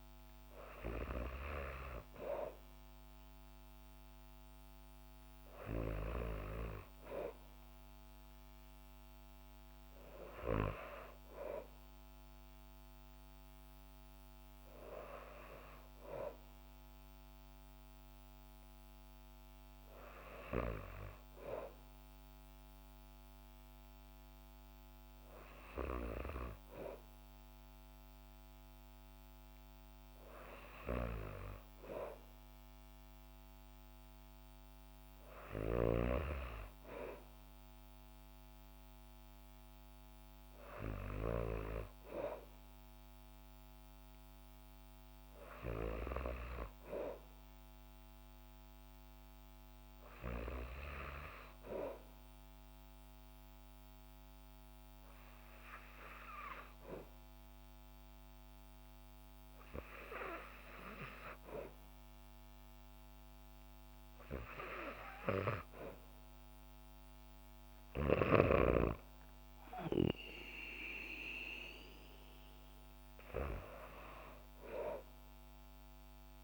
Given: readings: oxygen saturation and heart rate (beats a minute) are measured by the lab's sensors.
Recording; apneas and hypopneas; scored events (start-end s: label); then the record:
breathing in sleep by a microphone on the trachea; none
none scored
From the record:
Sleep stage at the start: N2 (light sleep); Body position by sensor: on the back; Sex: female